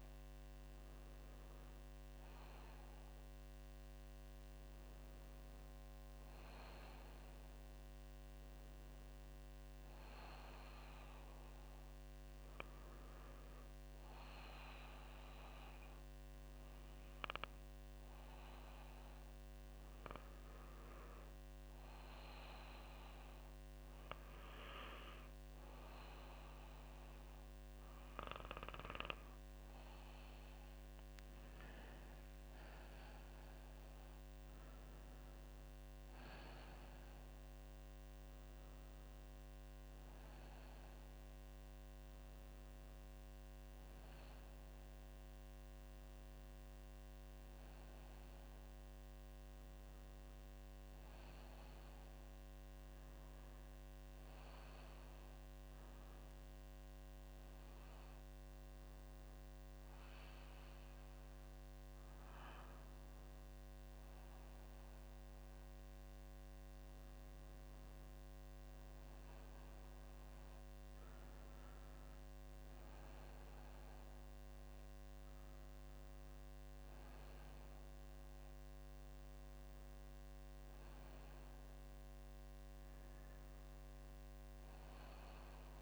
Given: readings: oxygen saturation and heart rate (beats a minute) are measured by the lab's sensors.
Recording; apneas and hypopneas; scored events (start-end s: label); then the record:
breathing in sleep, hard to hear, by a microphone on the trachea; none
32.00-37.00 s: arousal
From the record:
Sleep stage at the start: N2 (light sleep); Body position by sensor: on the back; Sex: female